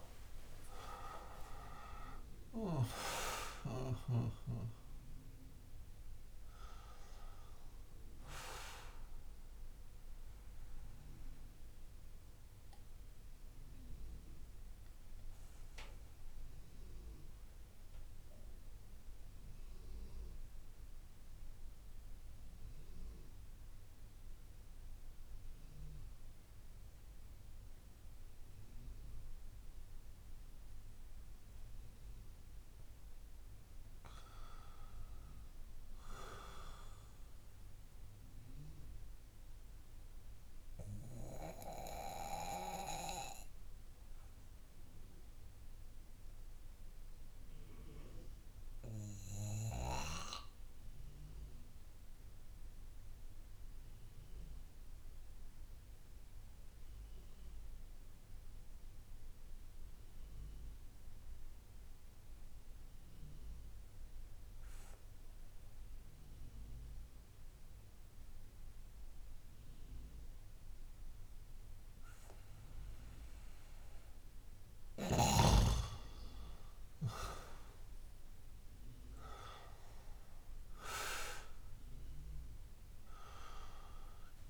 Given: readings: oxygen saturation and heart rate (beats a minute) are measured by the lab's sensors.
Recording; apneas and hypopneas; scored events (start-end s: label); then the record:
breathing in sleep by a room microphone; 2
0.00-1.50 s: arousal
0.00-13.00 s: oxygen desaturation (device-marked, oxygen 91% lowest)
10.00-32.00 s: obstructive apnea (oxygen 97% before, 89% lowest)
19.00-30.00 s: oxygen desaturation (device-marked, oxygen 92% before, 89% lowest)
33.00-37.00 s: arousal
39.50-75.50 s: mixed apnea (oxygen 99% before, 88% lowest)
69.00-84.50 s: oxygen desaturation (device-marked, oxygen 96% before, 88% lowest)
79.00-84.50 s: arousal
From the record:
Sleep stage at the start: N2 (light sleep); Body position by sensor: on the back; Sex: male